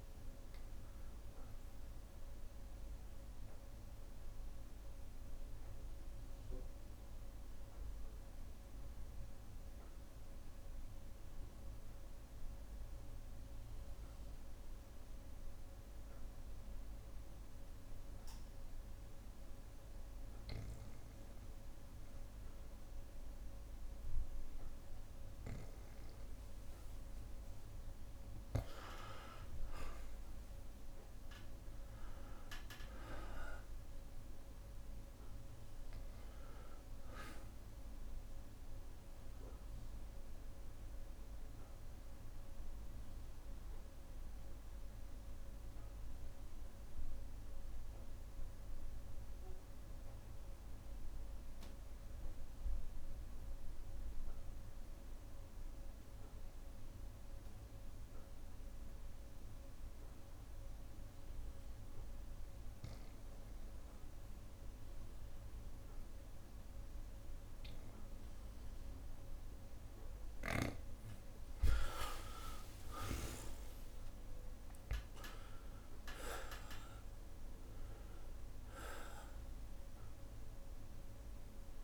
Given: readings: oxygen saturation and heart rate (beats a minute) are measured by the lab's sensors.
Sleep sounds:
breathing in sleep by a room microphone; 2
0.00-16.00 s: oxygen desaturation (device-marked, oxygen 91% lowest, heart rate 59 extreme)
5.50-25.50 s: obstructive apnea (oxygen 99% before, 91% lowest, heart rate 70 before, 59 extreme, up 14 after)
29.00-31.00 s: long interval between heartbeats (device-marked, heart rate 61 before, 71 extreme)
29.00-52.00 s: oxygen desaturation (device-marked, oxygen 99% before, 94% lowest, heart rate 61 before, 59 extreme)
29.50-33.50 s: arousal
39.00-69.00 s: obstructive apnea (oxygen 99% before, 90% lowest, heart rate 65 before, 57 extreme, up 6 after)
45.00-56.00 s: bradycardia (device-marked, heart rate 67 before, 59 extreme)
66.00-81.84 s: oxygen desaturation (device-marked, oxygen 99% before, 90% lowest, heart rate 60 before, 56 extreme)
71.00-75.00 s: arousal
From the record:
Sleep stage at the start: N2 (light sleep); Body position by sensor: on the back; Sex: male

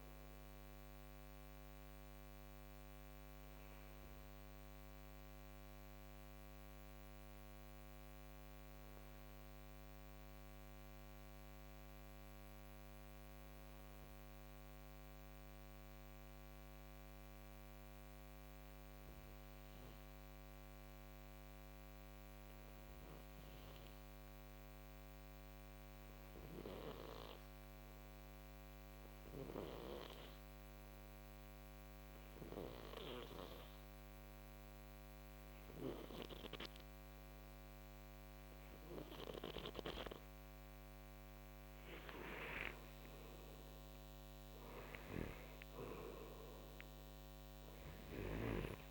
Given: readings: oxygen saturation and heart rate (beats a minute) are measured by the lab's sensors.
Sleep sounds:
breathing in sleep by a microphone on the trachea; 1
2.50-36.50 s: hypopnea (oxygen 94% before, 91% lowest, heart rate 61 before, 53 extreme, up 8 after)
29.00-48.91 s: oxygen desaturation (device-marked, oxygen 97% before, 91% lowest, heart rate 56 before, 53 extreme)
40.50-46.50 s: arousal
47.50-48.91 s: snoring (device-marked)
From the record:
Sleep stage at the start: N2 (light sleep); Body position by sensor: on the right side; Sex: male

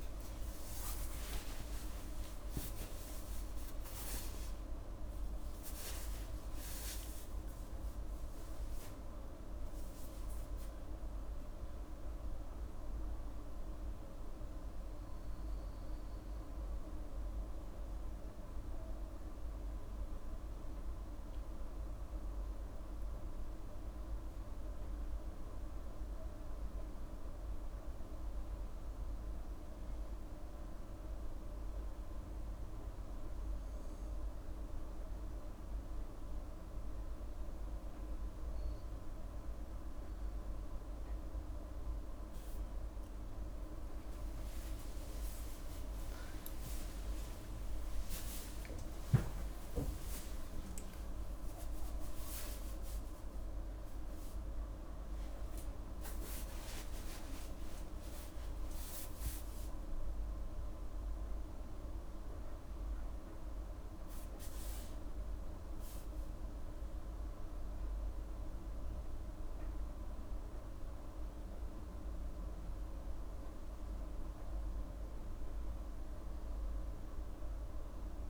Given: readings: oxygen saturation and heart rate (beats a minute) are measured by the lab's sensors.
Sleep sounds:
a person awake in a sleep study, hard to hear, by a room microphone; none
none scored
From the record:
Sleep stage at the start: awake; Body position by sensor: on the right side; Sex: female

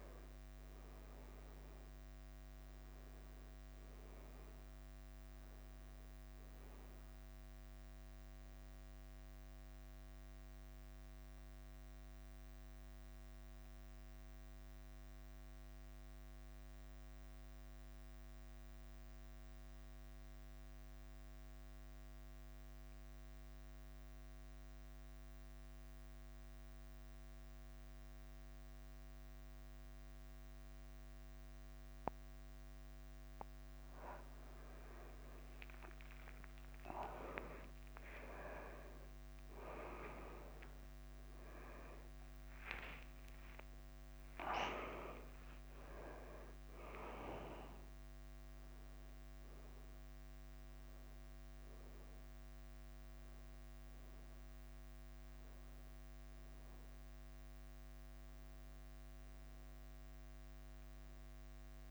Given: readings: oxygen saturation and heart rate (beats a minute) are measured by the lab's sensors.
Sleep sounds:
breathing in sleep by a microphone on the trachea; 1
0.00-41.50 s: bradycardia (device-marked, heart rate 49 extreme)
1.50-31.50 s: oxygen desaturation (device-marked, oxygen 99% before, 94% lowest, heart rate 51 before, 49 extreme)
11.50-34.00 s: mixed apnea (oxygen 99% before, 94% lowest, heart rate 53 before, 49 extreme, up 9 after)
36.50-43.50 s: arousal
46.50-48.50 s: long interval between heartbeats (device-marked, heart rate 54 before, 68 extreme)
49.50-61.91 s: bradycardia (device-marked, heart rate 54 before, 48 extreme)
56.50-61.91 s: new sleep stage, N1 (lightest sleep)
From the record:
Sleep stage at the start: N2 (light sleep); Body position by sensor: on the back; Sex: male

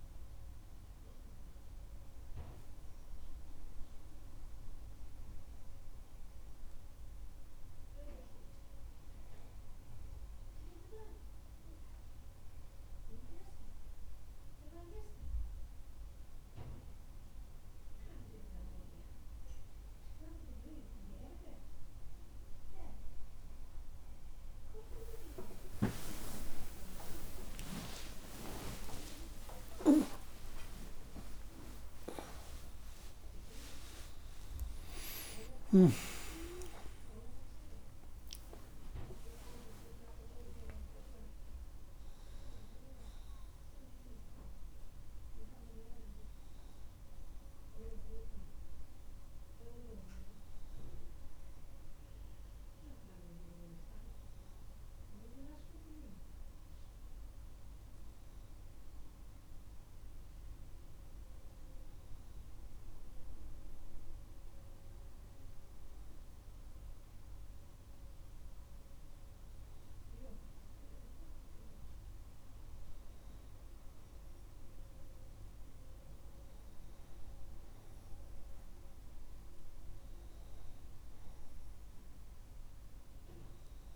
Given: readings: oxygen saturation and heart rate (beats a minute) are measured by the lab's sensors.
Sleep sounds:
a person awake in a sleep study, by a room microphone; none
31.00-83.96 s: new sleep stage, awake
From the record:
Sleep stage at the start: N2 (light sleep); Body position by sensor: on the right side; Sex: male

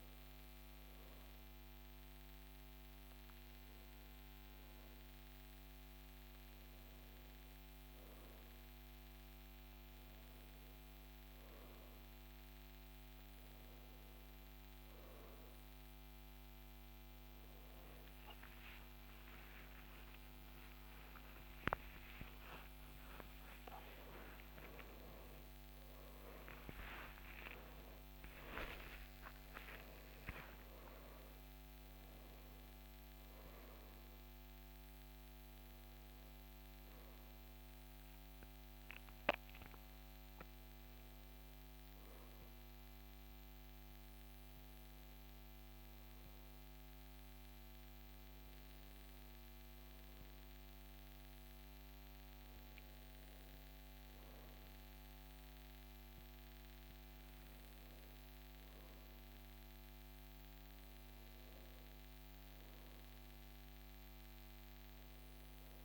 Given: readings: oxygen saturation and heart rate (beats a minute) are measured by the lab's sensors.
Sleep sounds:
a person awake in a sleep study, hard to hear, by a microphone on the trachea; none
19.50-40.50 s: oxygen desaturation (device-marked, oxygen 99% before, 94% lowest, heart rate 65 before, 58 extreme)
48.50-65.85 s: new sleep stage, N1 (lightest sleep)
From the record:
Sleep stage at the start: awake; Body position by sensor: on the back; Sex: male

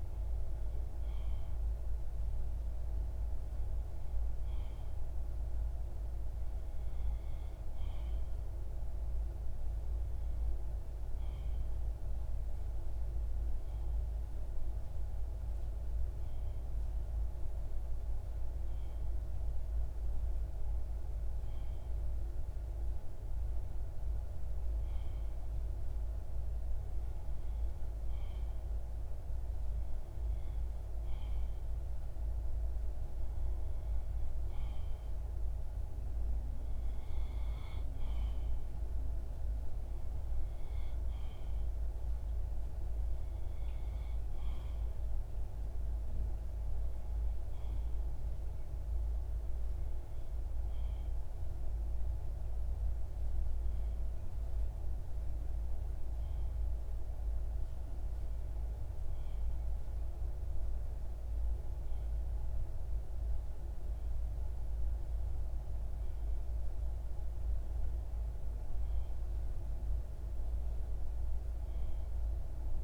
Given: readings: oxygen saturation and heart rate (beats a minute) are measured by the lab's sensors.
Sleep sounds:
breathing in sleep, hard to hear, by a room microphone; none
none scored
From the record:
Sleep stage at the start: REM sleep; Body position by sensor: on the left side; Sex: male

